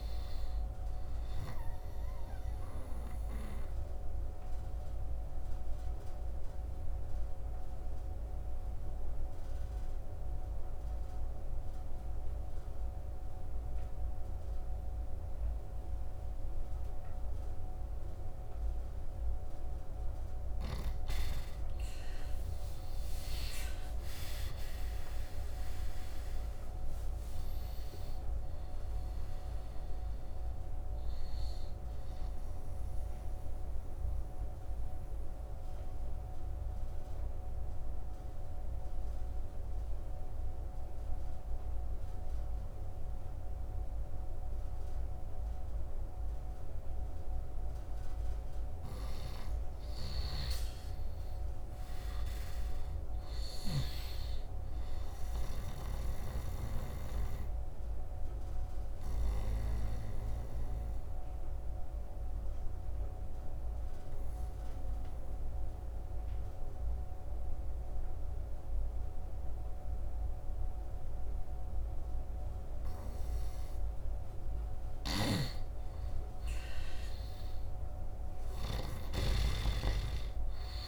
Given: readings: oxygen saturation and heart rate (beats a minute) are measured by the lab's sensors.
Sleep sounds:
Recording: breathing in sleep, hard to hear, by a room microphone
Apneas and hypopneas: 3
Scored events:
0.00-21.00 s: oxygen desaturation (device-marked, oxygen 88% lowest, heart rate 65 extreme)
3.00-19.00 s: obstructive apnea (oxygen 97% before, 86% lowest, heart rate 76 before, 65 extreme, up 18 after)
21.50-26.50 s: arousal
23.00-39.00 s: oxygen desaturation (device-marked, oxygen 96% before, 89% lowest, heart rate 70 before, 65 extreme)
32.50-48.50 s: obstructive apnea (oxygen 96% before, 86% lowest, heart rate 75 before, 65 extreme, up 12 after)
48.50-53.50 s: snoring (device-marked)
50.00-53.00 s: arousal
52.00-75.00 s: oxygen desaturation (device-marked, oxygen 100% before, 86% lowest, heart rate 72 before, 67 extreme)
55.50-60.50 s: snoring (device-marked)
55.50-73.00 s: obstructive apnea (oxygen 100% before, 86% lowest, heart rate 72 before, 67 extreme, up 10 after)
74.50-78.50 s: arousal
74.50-80.87 s: snoring (device-marked)
77.00-80.87 s: oxygen desaturation (device-marked, oxygen 98% before, 86% lowest, heart rate 70 before, 71 extreme)
From the record:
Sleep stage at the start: N2 (light sleep)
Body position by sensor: on the right side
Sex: male

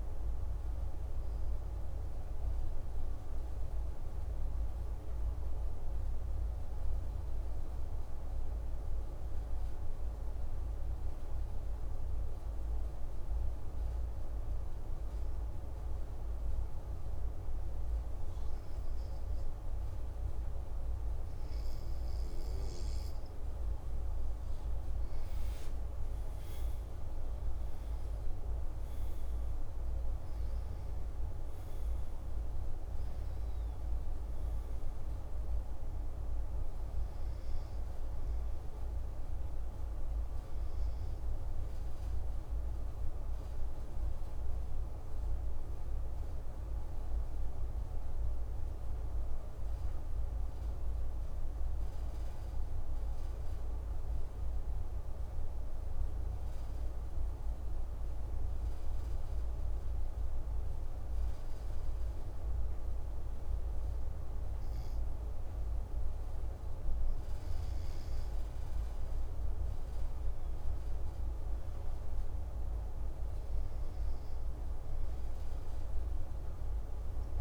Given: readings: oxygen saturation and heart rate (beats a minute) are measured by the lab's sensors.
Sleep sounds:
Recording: breathing in sleep, hard to hear, by a room microphone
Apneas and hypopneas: 2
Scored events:
4.00-23.50 s: obstructive apnea (oxygen 97% before, 94% lowest)
25.00-29.50 s: arousal
47.00-65.50 s: hypopnea (oxygen 98% before, 95% lowest)
68.50-74.00 s: arousal
From the record:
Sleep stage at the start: N2 (light sleep)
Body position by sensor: on the back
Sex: male

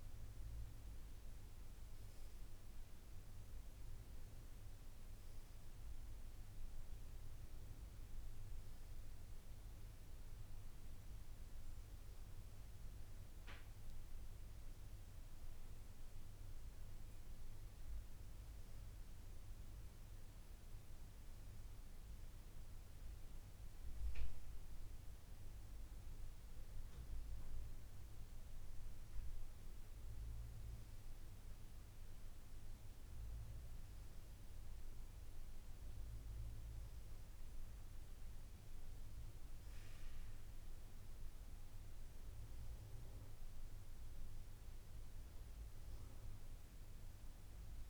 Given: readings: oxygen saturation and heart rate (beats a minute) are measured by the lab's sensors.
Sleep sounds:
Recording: breathing in sleep, hard to hear, by a room microphone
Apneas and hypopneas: none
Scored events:
none scored
From the record:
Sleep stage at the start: N2 (light sleep)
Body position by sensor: on the back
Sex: female

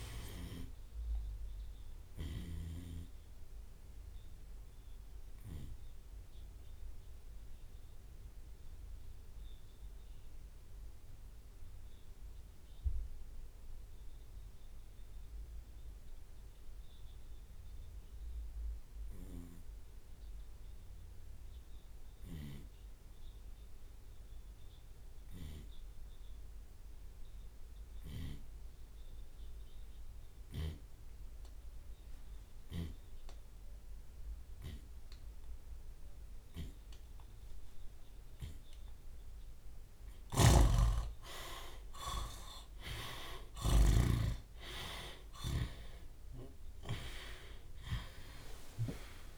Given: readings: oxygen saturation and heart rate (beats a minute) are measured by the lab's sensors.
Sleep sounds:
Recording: breathing in sleep by a room microphone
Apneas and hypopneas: 1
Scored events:
0.00-1.50 s: tachycardia (device-marked, heart rate 116 extreme)
0.00-2.00 s: long interval between heartbeats (device-marked, heart rate 123 before, 107 extreme)
0.00-5.50 s: drop in pulse transit time (device-marked, heart rate 95 extreme)
2.00-4.00 s: long interval between heartbeats (device-marked, heart rate 126 before, 113 extreme)
2.50-39.00 s: obstructive apnea (oxygen 97% before, 76% lowest)
7.50-9.50 s: long interval between heartbeats (device-marked, heart rate 118 before, 66 extreme)
10.50-29.50 s: oxygen desaturation (device-marked, oxygen 96% before, 76% lowest, heart rate 104 before, 53 extreme)
27.50-49.38 s: tachycardia (device-marked, heart rate 79 before, 178 extreme)
28.00-30.00 s: long interval between heartbeats (device-marked, heart rate 59 before, 71 extreme)
30.50-31.50 s: drop in pulse transit time (device-marked, heart rate 61 before, 106 extreme)
35.50-38.50 s: drop in pulse transit time (device-marked, heart rate 74 before, 125 extreme)
37.00-39.00 s: long interval between heartbeats (device-marked, heart rate 78 before, 125 extreme)
40.50-44.50 s: snoring (device-marked)
43.00-48.50 s: arousal
43.50-49.38 s: drop in pulse transit time (device-marked, heart rate 106 before, 128 extreme)
44.00-46.00 s: long interval between heartbeats (device-marked, heart rate 106 before, 137 extreme)
From the record:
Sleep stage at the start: N2 (light sleep)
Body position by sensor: on the left side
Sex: male

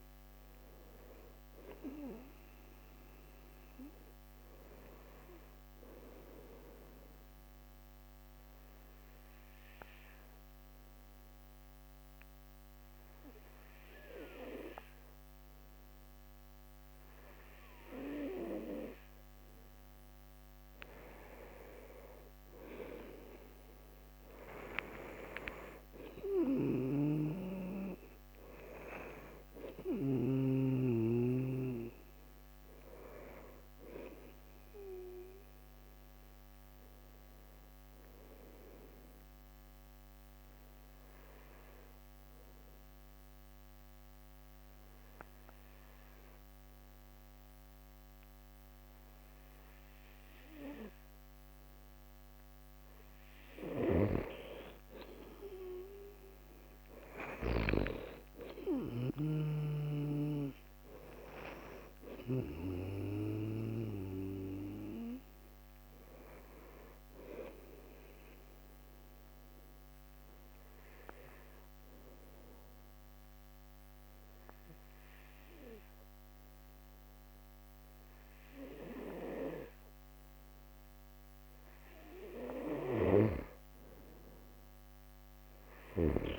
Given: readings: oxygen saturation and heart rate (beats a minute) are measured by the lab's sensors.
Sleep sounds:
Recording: breathing in sleep by a microphone on the trachea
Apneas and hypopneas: 3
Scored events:
5.50-20.00 s: obstructive apnea (oxygen 96% before, 91% lowest)
22.50-25.50 s: arousal
25.00-48.00 s: oxygen desaturation (device-marked, oxygen 96% before, 91% lowest)
26.50-30.50 s: snoring (device-marked)
37.50-52.50 s: obstructive apnea (oxygen 96% before, 90% lowest)
53.50-62.50 s: snoring (device-marked)
56.00-60.00 s: arousal
61.00-82.00 s: oxygen desaturation (device-marked, oxygen 96% before, 91% lowest)
68.00-81.50 s: obstructive apnea (oxygen 96% before, 90% lowest)
83.00-86.39 s: arousal
From the record:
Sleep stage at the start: N2 (light sleep)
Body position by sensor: on the right side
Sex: male

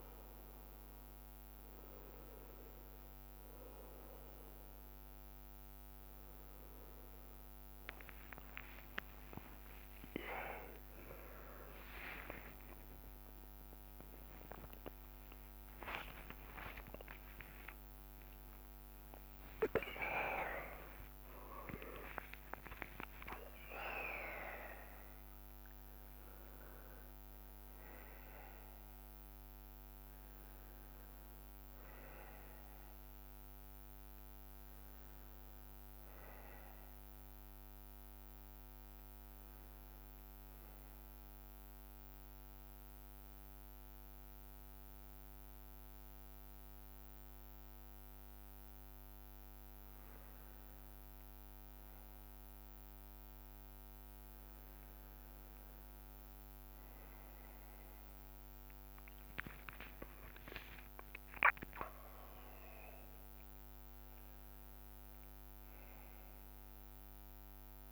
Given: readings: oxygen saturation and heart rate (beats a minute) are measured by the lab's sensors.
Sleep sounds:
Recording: a person partly awake in a sleep study, by a microphone on the trachea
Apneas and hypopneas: 1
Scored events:
8.50-11.50 s: bradycardia (device-marked)
9.50 s: drop in pulse transit time (device-marked)
9.50-11.50 s: long interval between heartbeats (device-marked)
9.50-16.00 s: arousal
14.50-16.50 s: long interval between heartbeats (device-marked)
17.00-19.00 s: long interval between heartbeats (device-marked)
18.50-48.50 s: new sleep stage, N1 (lightest sleep)
19.50-39.50 s: bradycardia (device-marked)
21.50-22.50 s: drop in pulse transit time (device-marked, heart rate 31 before, 72 extreme)
40.00-50.00 s: central apnea (oxygen 95% before, 93% lowest)
48.50-67.92 s: new sleep stage, awake
From the record:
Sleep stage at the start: N2 (light sleep)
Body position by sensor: on the back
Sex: male

